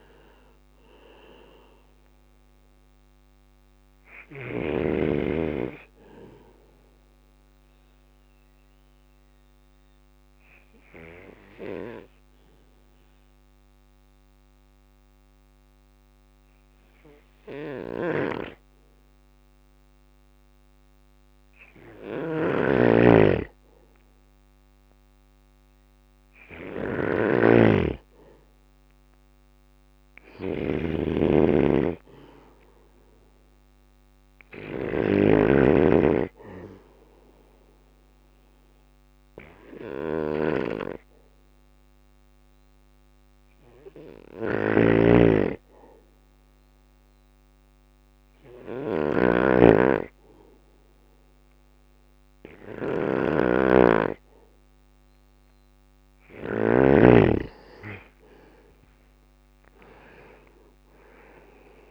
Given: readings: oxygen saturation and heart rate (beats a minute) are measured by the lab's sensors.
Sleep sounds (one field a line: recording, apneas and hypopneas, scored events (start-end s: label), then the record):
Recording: breathing in sleep by a microphone on the trachea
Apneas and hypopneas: 2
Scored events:
0.00-6.00 s: drop in pulse transit time (device-marked, heart rate 58 extreme)
0.00-18.00 s: oxygen desaturation (device-marked, oxygen 92% lowest, heart rate 57 extreme)
1.00-10.00 s: bradycardia (device-marked, heart rate 59 before, 58 extreme)
6.00-21.00 s: obstructive apnea (oxygen 96% before, 92% lowest, heart rate 64 before, 57 extreme, up 0 after)
16.50-55.50 s: snoring (device-marked)
17.00-28.00 s: bradycardia (device-marked, heart rate 59 before, 57 extreme)
23.00-26.00 s: arousal
29.00-55.00 s: bradycardia (device-marked, heart rate 59 before, 57 extreme)
41.00-55.00 s: hypopnea (oxygen 100% before, 95% lowest, heart rate 58 before, 57 extreme, up 9 after)
56.50-60.00 s: arousal
57.00-61.91 s: drop in pulse transit time (device-marked, heart rate 57 before, 59 extreme)
From the record:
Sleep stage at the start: N2 (light sleep)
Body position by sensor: on the back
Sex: male